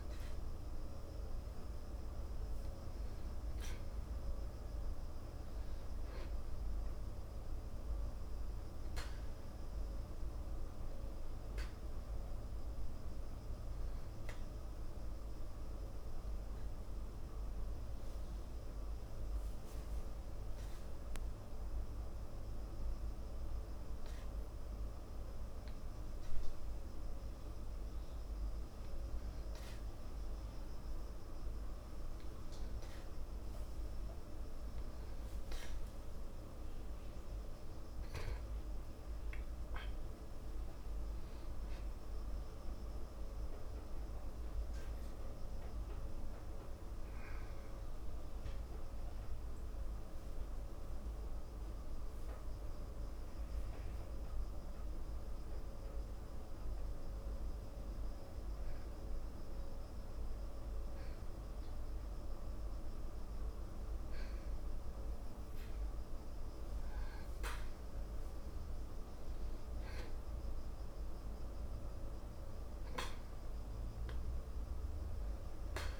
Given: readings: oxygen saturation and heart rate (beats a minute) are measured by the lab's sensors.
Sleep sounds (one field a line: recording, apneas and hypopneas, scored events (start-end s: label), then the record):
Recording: breathing in sleep, hard to hear, by a room microphone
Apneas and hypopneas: 2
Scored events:
5.50-25.50 s: oxygen desaturation (device-marked, oxygen 95% before, 91% lowest, heart rate 58 before, 54 extreme)
12.00-32.00 s: hypopnea (oxygen 95% before, 91% lowest, heart rate 58 before, 54 extreme, up 2 after)
36.50-56.50 s: oxygen desaturation (device-marked, oxygen 95% before, 91% lowest, heart rate 65 before, 54 extreme)
37.00-42.50 s: arousal
48.50-63.00 s: hypopnea (oxygen 95% before, 91% lowest, heart rate 60 before, 55 extreme, up 0 after)
67.00-71.00 s: arousal
69.50-76.00 s: oxygen desaturation (device-marked, oxygen 94% before, 91% lowest, heart rate 55 before, 55 extreme)
From the record:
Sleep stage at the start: N2 (light sleep)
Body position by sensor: on the back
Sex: male